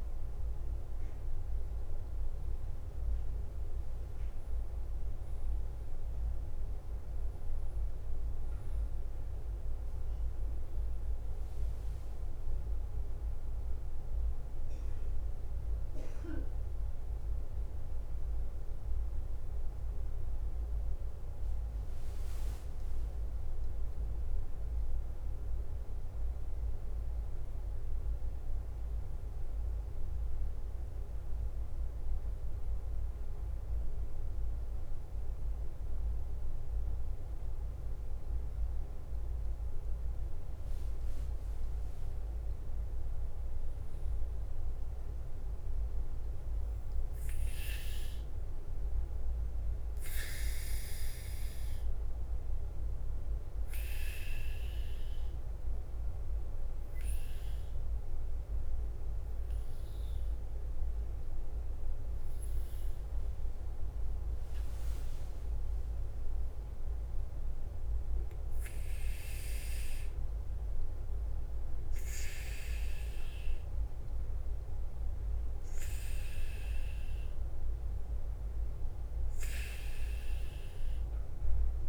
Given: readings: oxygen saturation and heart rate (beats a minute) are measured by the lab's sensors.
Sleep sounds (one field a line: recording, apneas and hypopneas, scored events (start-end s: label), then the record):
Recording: breathing in sleep, hard to hear, by a room microphone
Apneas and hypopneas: 2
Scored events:
0.00-81.89 s: bradycardia (device-marked, heart rate 42 extreme)
23.50-27.00 s: arousal
29.00-41.00 s: obstructive apnea (oxygen 95% before, 94% lowest, heart rate 53 before, 48 extreme, up 2 after)
41.50-45.50 s: arousal
53.50-64.50 s: obstructive apnea (oxygen 98% before, 95% lowest, heart rate 51 before, 47 extreme, up 4 after)
61.00-72.00 s: oxygen desaturation (device-marked, oxygen 98% before, 95% lowest, heart rate 50 before, 47 extreme)
66.50-69.50 s: arousal
From the record:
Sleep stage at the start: N2 (light sleep)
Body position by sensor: on the back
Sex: male